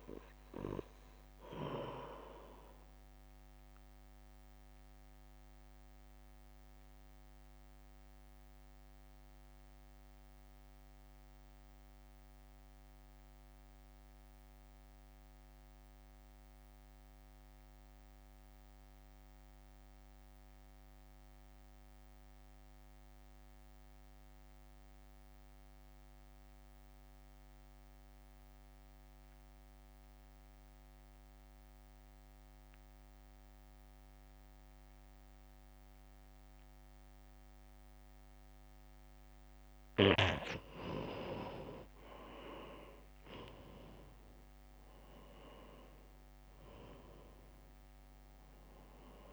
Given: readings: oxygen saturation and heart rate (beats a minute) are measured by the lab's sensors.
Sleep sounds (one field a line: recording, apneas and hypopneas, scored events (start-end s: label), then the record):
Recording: breathing in sleep by a microphone on the trachea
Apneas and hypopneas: 1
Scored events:
0.00-7.50 s: drop in pulse transit time (device-marked, heart rate 52 extreme)
0.00-24.50 s: oxygen desaturation (device-marked, oxygen 86% lowest, heart rate 52 extreme)
4.50-39.00 s: mixed apnea (oxygen 98% before, 86% lowest, heart rate 58 before, 52 extreme, up 5 after)
35.50-49.33 s: oxygen desaturation (device-marked, oxygen 98% before, 87% lowest, heart rate 61 before, 51 extreme)
42.50-49.33 s: drop in pulse transit time (device-marked, heart rate 60 before, 53 extreme)
44.00-48.50 s: arousal
From the record:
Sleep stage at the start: N2 (light sleep)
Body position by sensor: on the right side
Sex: male